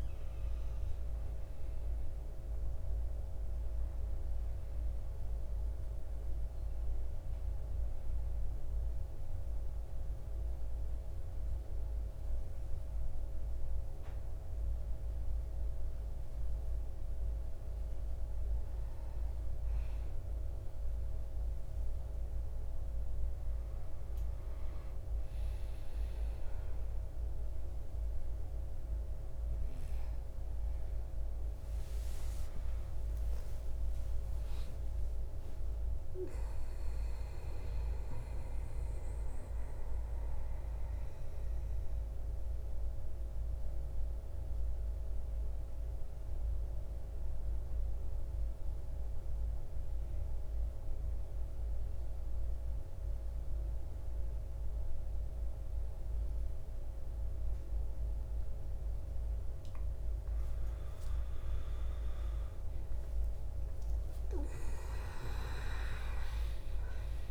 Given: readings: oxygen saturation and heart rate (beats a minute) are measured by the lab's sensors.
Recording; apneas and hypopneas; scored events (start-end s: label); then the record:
breathing in sleep, hard to hear, by a room microphone; 2
0.00-22.00 s: oxygen desaturation (device-marked, oxygen 83% lowest, heart rate 51 extreme)
8.50-18.50 s: mixed apnea (oxygen 97% before, 83% lowest, heart rate 65 before, 51 extreme, up 2 after)
31.00-35.50 s: arousal
31.00-45.00 s: oxygen desaturation (device-marked, oxygen 98% before, 94% lowest, heart rate 52 before, 49 extreme)
38.50-59.00 s: central apnea (oxygen 98% before, 86% lowest, heart rate 54 before, 49 extreme, up 13 after)
61.00-65.50 s: arousal
64.00-67.31 s: oxygen desaturation (device-marked, oxygen 97% before, 88% lowest, heart rate 52 before, 52 extreme)
From the record:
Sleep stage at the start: N2 (light sleep); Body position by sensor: on the back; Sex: male